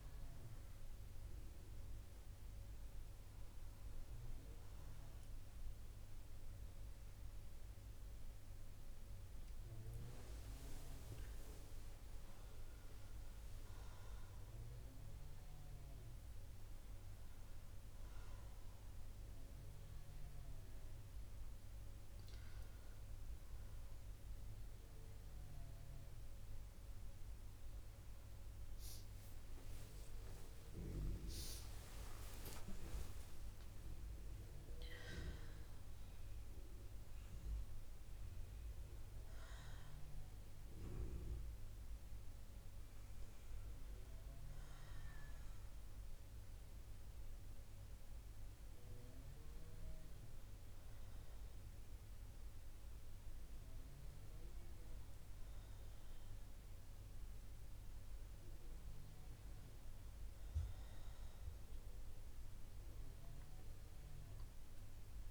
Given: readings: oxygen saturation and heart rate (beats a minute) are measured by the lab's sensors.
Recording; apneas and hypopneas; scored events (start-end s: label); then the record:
breathing in sleep by a room microphone; none
30.00-34.00 s: arousal
From the record:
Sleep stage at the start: N2 (light sleep); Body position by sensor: on the right side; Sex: female